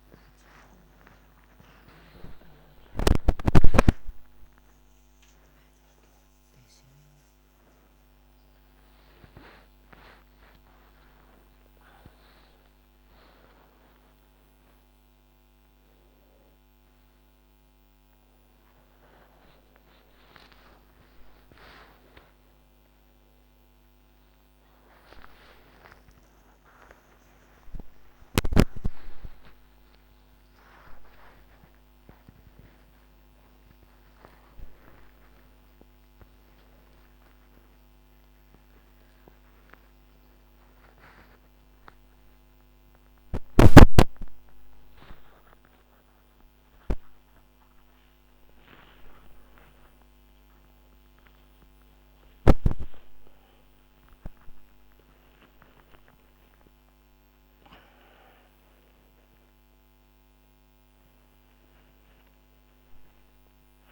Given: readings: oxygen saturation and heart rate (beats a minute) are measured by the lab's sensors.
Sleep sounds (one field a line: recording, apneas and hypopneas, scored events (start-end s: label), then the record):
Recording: a person awake in a sleep study, by a microphone on the trachea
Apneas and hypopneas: none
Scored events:
none scored
From the record:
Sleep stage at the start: awake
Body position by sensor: upright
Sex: female